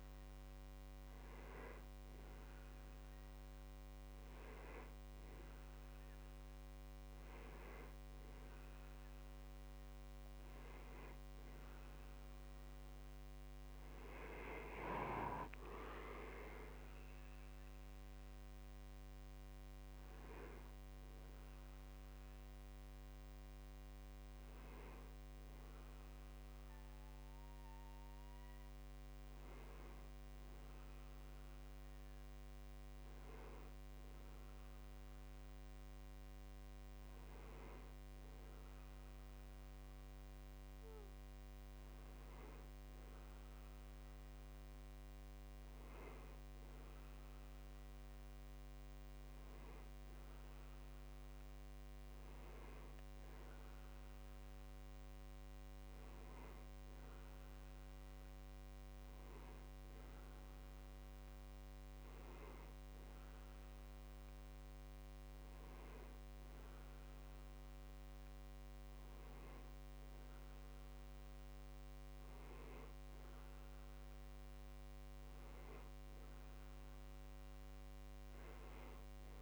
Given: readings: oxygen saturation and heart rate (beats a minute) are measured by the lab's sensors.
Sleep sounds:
breathing in sleep, hard to hear, by a microphone on the trachea; none
14.00-18.50 s: arousal
From the record:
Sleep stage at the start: N2 (light sleep); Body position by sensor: on the back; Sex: male

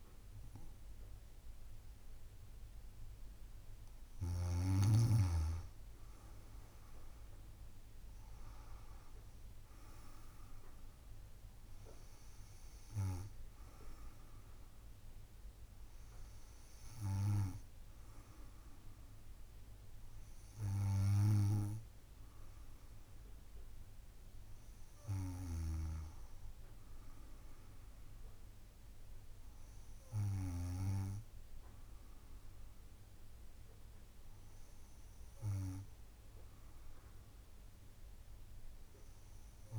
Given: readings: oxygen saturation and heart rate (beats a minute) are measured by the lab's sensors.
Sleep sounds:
breathing in sleep by a room microphone; none
5.00-9.00 s: leg movement (device-marked)
6.00-10.50 s: arousal
7.00-16.00 s: drop in pulse transit time (device-marked, heart rate 67 before, 64 extreme)
From the record:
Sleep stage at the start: N2 (light sleep); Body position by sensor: on the back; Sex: female

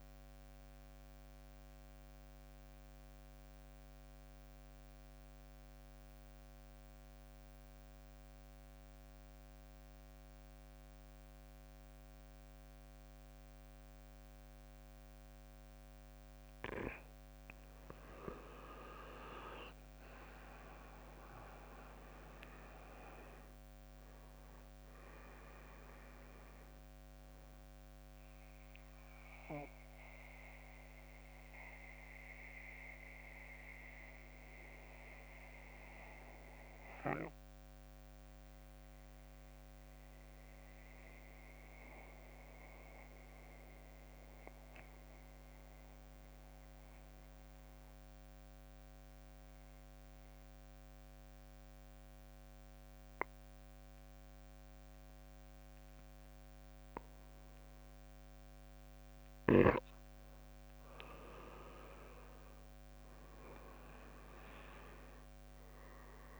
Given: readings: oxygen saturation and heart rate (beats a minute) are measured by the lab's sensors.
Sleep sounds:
breathing in sleep by a microphone on the trachea; 2
0.00-1.50 s: oxygen desaturation (device-marked, oxygen 92% lowest, heart rate 56 extreme)
1.00-16.00 s: central apnea (oxygen 98% before, 91% lowest, heart rate 66 before, 52 extreme, up 15 after)
19.00-23.50 s: arousal
20.50-33.50 s: drop in pulse transit time (device-marked, heart rate 60 before, 56 extreme)
22.50-45.50 s: oxygen desaturation (device-marked, oxygen 98% before, 93% lowest, heart rate 60 before, 52 extreme)
29.50-60.00 s: mixed apnea (oxygen 98% before, 91% lowest, heart rate 64 before, 52 extreme, up 13 after)
61.50-66.40 s: oxygen desaturation (device-marked, oxygen 98% before, 91% lowest, heart rate 63 before, 58 extreme)
63.00-66.40 s: arousal
63.50-66.40 s: drop in pulse transit time (device-marked, heart rate 63 before, 64 extreme)
From the record:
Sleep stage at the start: N2 (light sleep); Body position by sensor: on the back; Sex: male

